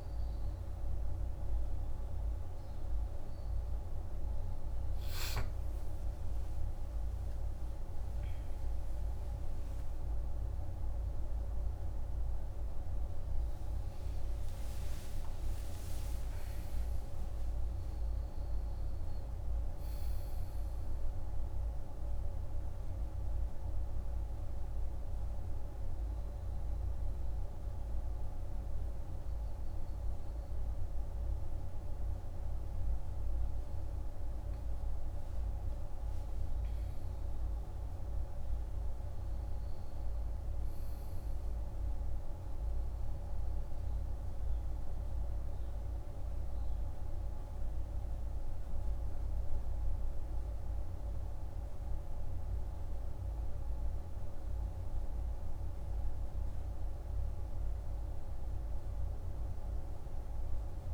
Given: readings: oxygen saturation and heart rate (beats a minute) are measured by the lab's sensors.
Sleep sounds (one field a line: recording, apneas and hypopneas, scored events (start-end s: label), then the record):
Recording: breathing in sleep, hard to hear, by a room microphone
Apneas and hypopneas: 1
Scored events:
12.00-16.00 s: arousal
20.00-60.94 s: new sleep stage, N2 (light sleep)
20.50-31.50 s: central apnea (oxygen 97% before, 95% lowest, heart rate 61 before, 50 extreme, up 8 after)
33.00-37.50 s: arousal
From the record:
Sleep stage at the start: N1 (lightest sleep)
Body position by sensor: on the right side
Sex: male